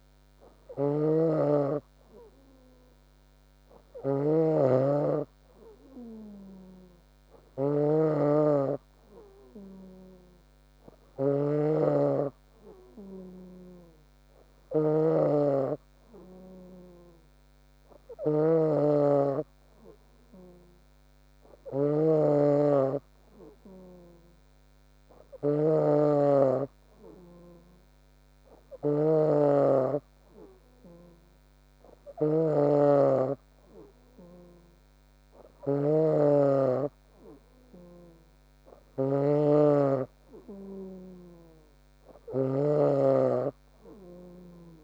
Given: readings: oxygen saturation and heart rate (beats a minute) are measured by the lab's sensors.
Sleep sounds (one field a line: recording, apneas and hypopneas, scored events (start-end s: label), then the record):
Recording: a person awake in a sleep study, by a microphone on the trachea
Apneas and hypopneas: none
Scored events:
13.00-15.00 s: long interval between heartbeats (device-marked, heart rate 77 before, 100 extreme)
29.00-31.00 s: long interval between heartbeats (device-marked, heart rate 85 before, 79 extreme)
32.00-34.00 s: long interval between heartbeats (device-marked, heart rate 85 before, 99 extreme)
35.00-37.00 s: long interval between heartbeats (device-marked, heart rate 86 before, 117 extreme)
From the record:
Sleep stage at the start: awake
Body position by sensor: on the back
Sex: female